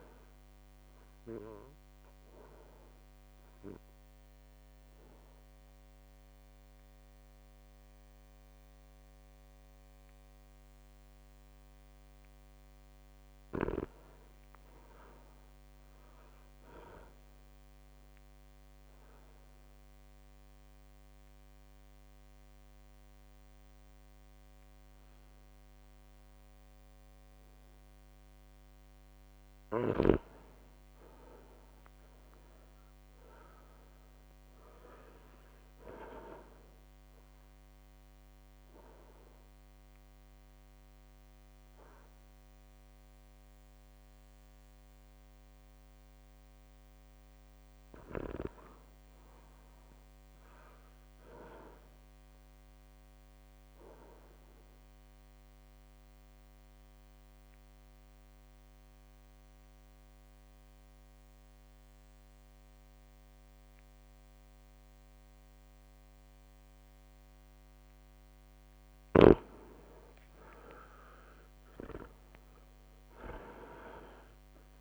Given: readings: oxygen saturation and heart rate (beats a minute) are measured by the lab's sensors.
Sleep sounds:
breathing in sleep by a microphone on the trachea; 4
1.50-11.50 s: obstructive apnea (oxygen 100% before, 95% lowest, heart rate 61 before, 55 extreme, up 15 after)
6.50-21.50 s: oxygen desaturation (device-marked, oxygen 99% before, 95% lowest, heart rate 62 before, 55 extreme)
12.50-15.00 s: arousal
17.50-28.50 s: obstructive apnea (oxygen 99% before, 97% lowest, heart rate 60 before, 55 extreme, up 5 after)
31.50-34.00 s: arousal
36.50-48.00 s: obstructive apnea (oxygen 100% before, 95% lowest, heart rate 59 before, 57 extreme, up 3 after)
49.00-51.50 s: arousal
53.50-67.50 s: obstructive apnea (oxygen 100% before, 95% lowest, heart rate 59 before, 56 extreme, up 4 after)
69.50-73.00 s: arousal
From the record:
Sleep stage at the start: REM sleep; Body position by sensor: on the back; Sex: male

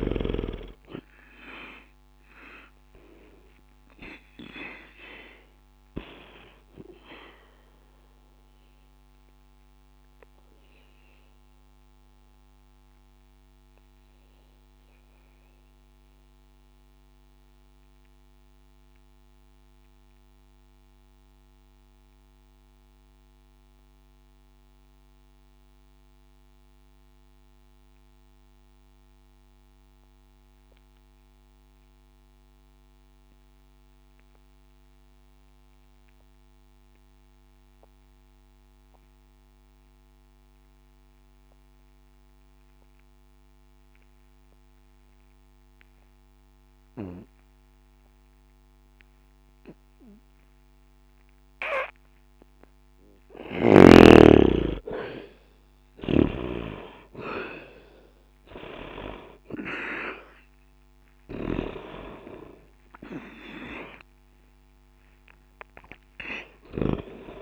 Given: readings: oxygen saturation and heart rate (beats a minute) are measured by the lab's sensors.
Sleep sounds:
breathing in sleep by a microphone on the trachea; 1
0.00-24.00 s: oxygen desaturation (device-marked, oxygen 77% lowest, heart rate 60 extreme)
9.00-53.00 s: mixed apnea (oxygen 96% before, 73% lowest, heart rate 60 before, 60 extreme, up 0 after)
44.00-67.42 s: oxygen desaturation (device-marked, oxygen 98% before, 73% lowest, heart rate 60 before, 60 extreme)
56.00-61.50 s: arousal
From the record:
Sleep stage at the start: N2 (light sleep); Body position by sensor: on the back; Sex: male

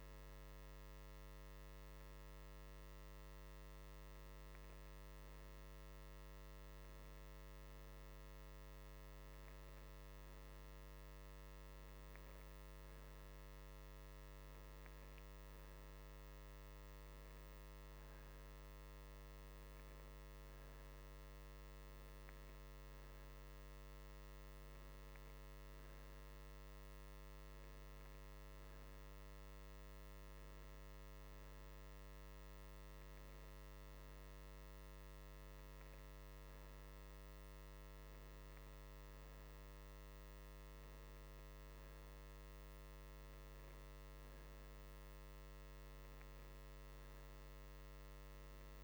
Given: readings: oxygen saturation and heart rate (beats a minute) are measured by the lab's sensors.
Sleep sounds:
breathing in sleep, hard to hear, by a microphone on the trachea; none
none scored
From the record:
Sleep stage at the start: N2 (light sleep); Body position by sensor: on the right side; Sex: male

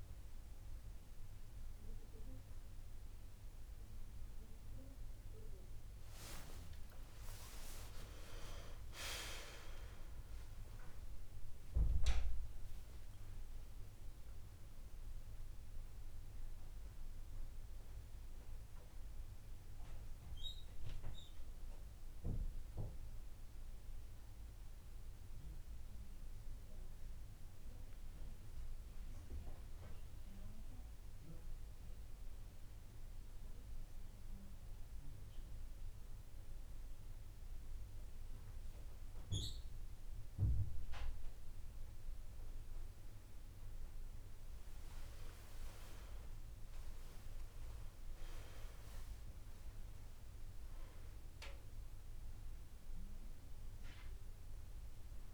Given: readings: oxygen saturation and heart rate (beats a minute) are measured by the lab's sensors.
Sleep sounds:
breathing in sleep by a room microphone; 1
0.00-1.00 s: long interval between heartbeats (device-marked, heart rate 65 extreme)
5.00-8.50 s: arousal
7.50-19.50 s: drop in pulse transit time (device-marked, heart rate 54 before, 47 extreme)
12.00-14.00 s: long interval between heartbeats (device-marked, heart rate 56 before, 80 extreme)
21.50-23.50 s: long interval between heartbeats (device-marked, heart rate 61 before, 69 extreme)
25.00-27.00 s: long interval between heartbeats (device-marked, heart rate 64 before, 59 extreme)
33.50-44.50 s: hypopnea (oxygen 98% before, 93% lowest, heart rate 63 before, 45 extreme, up 28 after)
34.00-36.00 s: long interval between heartbeats (device-marked, heart rate 63 before, 74 extreme)
46.00-49.00 s: arousal
46.50-48.50 s: long interval between heartbeats (device-marked, heart rate 60 before, 73 extreme)
46.50-55.34 s: drop in pulse transit time (device-marked, heart rate 60 before, 47 extreme)
51.50-53.50 s: long interval between heartbeats (device-marked, heart rate 62 before, 50 extreme)
From the record:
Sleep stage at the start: N1 (lightest sleep); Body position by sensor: on the back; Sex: female

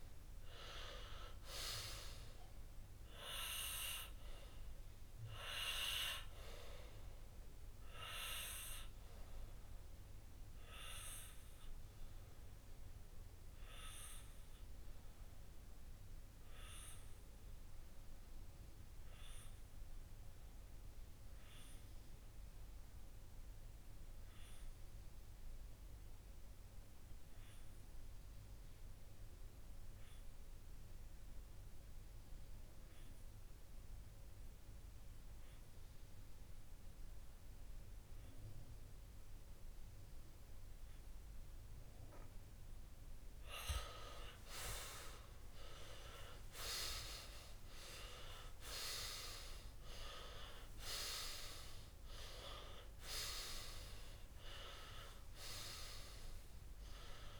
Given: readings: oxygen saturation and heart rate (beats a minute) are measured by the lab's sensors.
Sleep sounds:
breathing in sleep by a room microphone; 1
0.00-10.00 s: oxygen desaturation (device-marked, oxygen 94% lowest)
11.00-43.00 s: obstructive apnea (oxygen 97% before, 94% lowest)
41.00-56.00 s: oxygen desaturation (device-marked, oxygen 99% before, 94% lowest)
46.00-50.50 s: arousal
From the record:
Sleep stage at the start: N2 (light sleep); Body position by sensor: on the left side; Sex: male

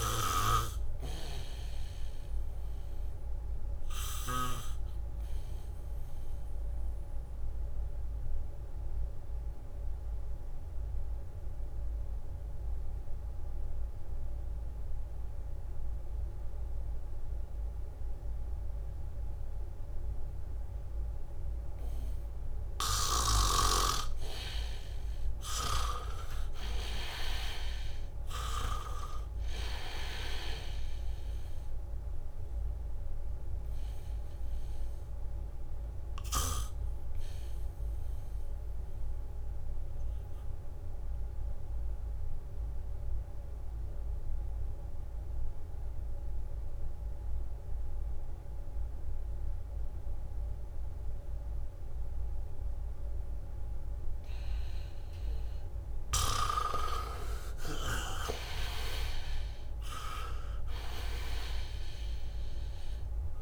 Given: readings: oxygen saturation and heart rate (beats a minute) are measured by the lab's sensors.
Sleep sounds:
breathing in sleep by a room microphone; 2
0.00-5.00 s: snoring (device-marked)
0.00-16.50 s: oxygen desaturation (device-marked, oxygen 80% lowest, heart rate 65 extreme)
3.50-24.50 s: obstructive apnea (oxygen 98% before, 79% lowest, heart rate 67 before, 65 extreme, up 5 after)
18.50-50.50 s: oxygen desaturation (device-marked, oxygen 98% before, 80% lowest, heart rate 70 before, 65 extreme)
28.00-32.00 s: arousal
35.50-56.00 s: obstructive apnea (oxygen 98% before, 78% lowest, heart rate 68 before, 66 extreme, up 4 after)
52.00-53.50 s: leg movement (device-marked)
56.50-59.00 s: leg movement (device-marked)
56.50-63.42 s: oxygen desaturation (device-marked, oxygen 98% before, 79% lowest, heart rate 71 before, 66 extreme)
58.50-62.00 s: arousal
60.00-63.42 s: leg movement (device-marked)
From the record:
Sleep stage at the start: N2 (light sleep); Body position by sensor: on the back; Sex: male

